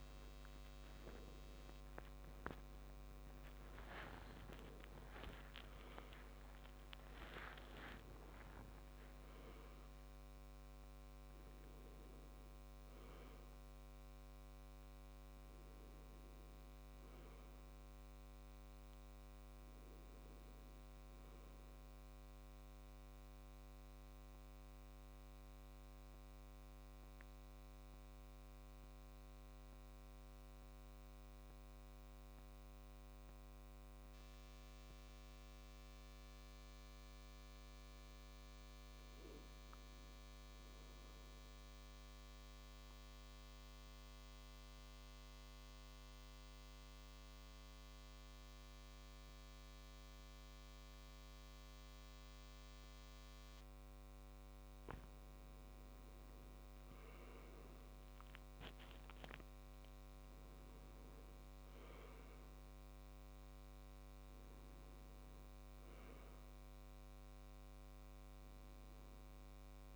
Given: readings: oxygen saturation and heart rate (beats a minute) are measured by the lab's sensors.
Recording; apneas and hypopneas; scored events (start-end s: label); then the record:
breathing in sleep, hard to hear, by a microphone on the trachea; 2
0.00-4.00 s: arousal
2.00-27.00 s: oxygen desaturation (device-marked, oxygen 95% before, 90% lowest, heart rate 69 before, 66 extreme)
22.50-37.50 s: central apnea (oxygen 95% before, 89% lowest, heart rate 78 before, 63 extreme, up 3 after)
39.00-41.50 s: arousal
43.00-59.00 s: oxygen desaturation (device-marked, oxygen 98% before, 92% lowest, heart rate 68 before, 63 extreme)
44.00-55.00 s: central apnea (oxygen 98% before, 89% lowest, heart rate 68 before, 63 extreme, up 4 after)
56.50-58.50 s: long interval between heartbeats (device-marked, heart rate 68 before, 70 extreme)
58.50-62.00 s: arousal
61.00-69.96 s: oxygen desaturation (device-marked, oxygen 95% before, 89% lowest, heart rate 68 before, 64 extreme)
From the record:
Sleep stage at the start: N2 (light sleep); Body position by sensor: on the back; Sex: male